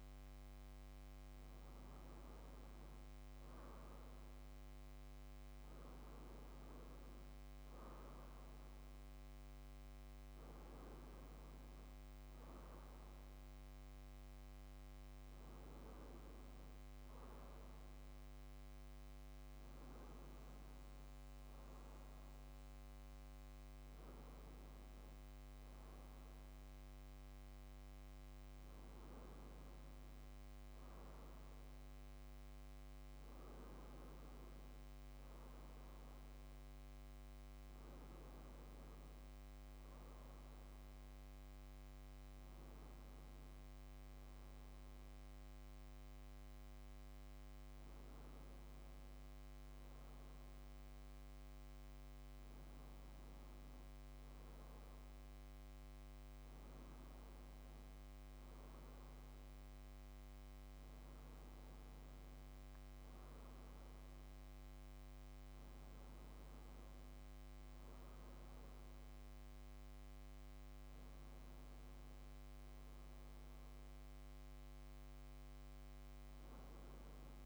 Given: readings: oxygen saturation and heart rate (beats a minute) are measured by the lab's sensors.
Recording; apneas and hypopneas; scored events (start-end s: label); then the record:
breathing in sleep, hard to hear, by a microphone on the trachea; none
none scored
From the record:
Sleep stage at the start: N2 (light sleep); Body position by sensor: on the back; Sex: male